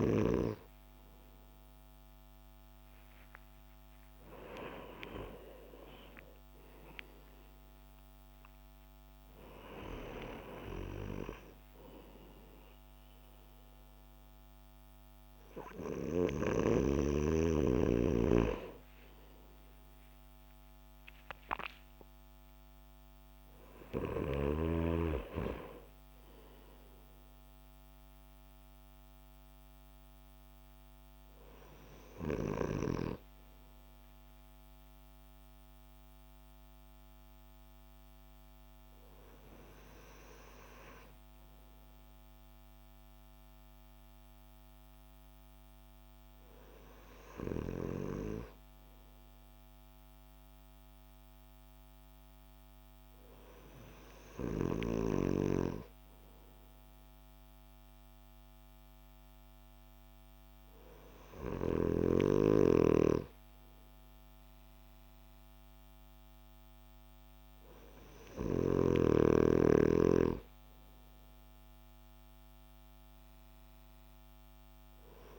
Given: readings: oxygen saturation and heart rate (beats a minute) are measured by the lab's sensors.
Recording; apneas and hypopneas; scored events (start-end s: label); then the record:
breathing in sleep by a microphone on the trachea; none
3.50-7.50 s: arousal
From the record:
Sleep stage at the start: N2 (light sleep); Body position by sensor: on the back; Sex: male